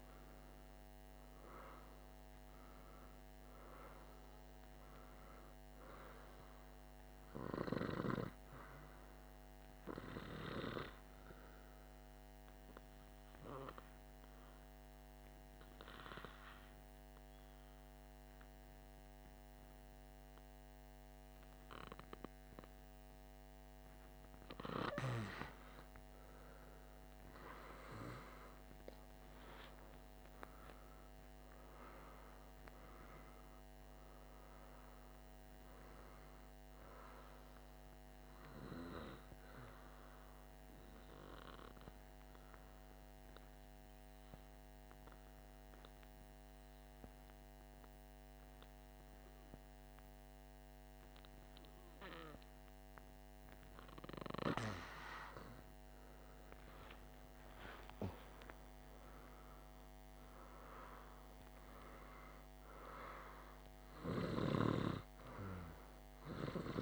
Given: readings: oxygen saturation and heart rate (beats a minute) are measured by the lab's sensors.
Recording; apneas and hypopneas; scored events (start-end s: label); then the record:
breathing in sleep by a microphone on the trachea; 2
0.00-1.00 s: arousal
0.00-20.00 s: oxygen desaturation (device-marked, oxygen 98% before, 94% lowest, heart rate 52 before, 51 extreme)
9.50-25.50 s: obstructive apnea (oxygen 98% before, 94% lowest, heart rate 52 before, 51 extreme, up 2 after)
29.50-33.00 s: arousal
36.00-47.00 s: oxygen desaturation (device-marked, oxygen 98% before, 95% lowest, heart rate 52 before, 51 extreme)
40.50-55.00 s: obstructive apnea (oxygen 98% before, 93% lowest, heart rate 52 before, 51 extreme, up 11 after)
56.50-60.00 s: arousal
From the record:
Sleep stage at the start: N2 (light sleep); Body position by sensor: on the back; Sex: male